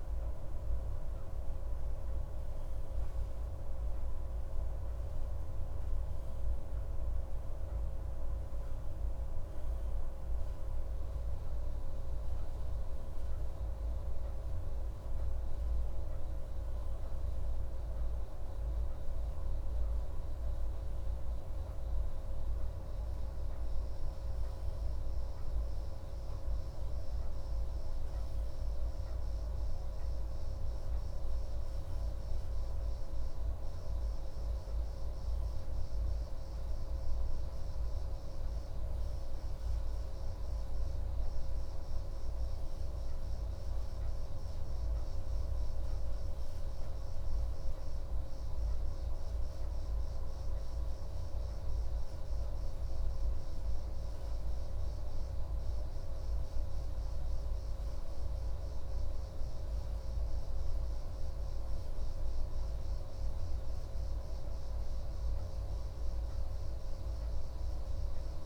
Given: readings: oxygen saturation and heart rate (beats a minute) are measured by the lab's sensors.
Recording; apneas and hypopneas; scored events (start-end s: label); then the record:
breathing in sleep, hard to hear, by a room microphone; none
none scored
From the record:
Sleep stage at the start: N2 (light sleep); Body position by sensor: on the right side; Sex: male